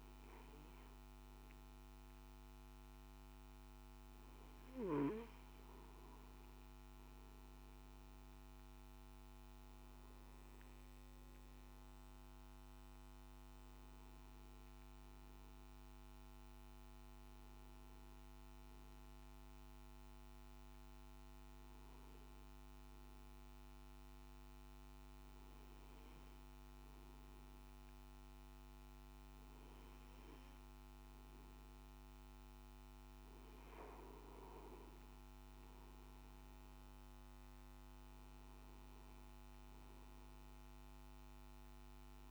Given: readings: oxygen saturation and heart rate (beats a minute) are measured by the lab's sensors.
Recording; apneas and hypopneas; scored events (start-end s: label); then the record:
breathing in sleep, hard to hear, by a microphone on the trachea; 1
22.50-33.00 s: obstructive apnea (oxygen 96% before, 94% lowest, heart rate 55 before, 52 extreme, up 6 after)
32.00-42.31 s: new sleep stage, N3 (deep sleep)
From the record:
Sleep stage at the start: N2 (light sleep); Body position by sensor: on the back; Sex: male